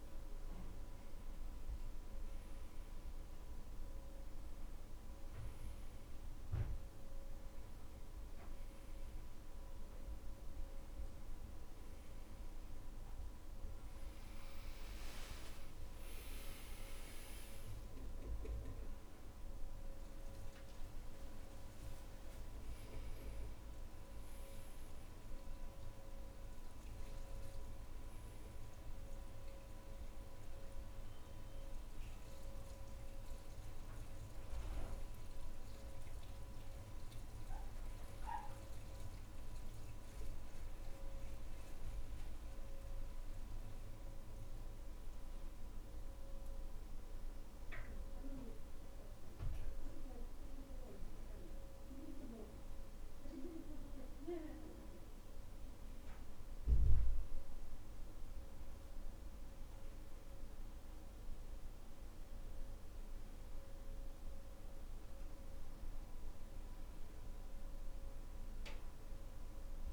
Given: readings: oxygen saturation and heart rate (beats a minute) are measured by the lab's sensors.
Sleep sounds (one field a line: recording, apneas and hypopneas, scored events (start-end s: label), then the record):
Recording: breathing in sleep, hard to hear, by a room microphone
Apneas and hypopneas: none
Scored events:
13.50-17.50 s: arousal
From the record:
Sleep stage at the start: N2 (light sleep)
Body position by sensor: on the back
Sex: male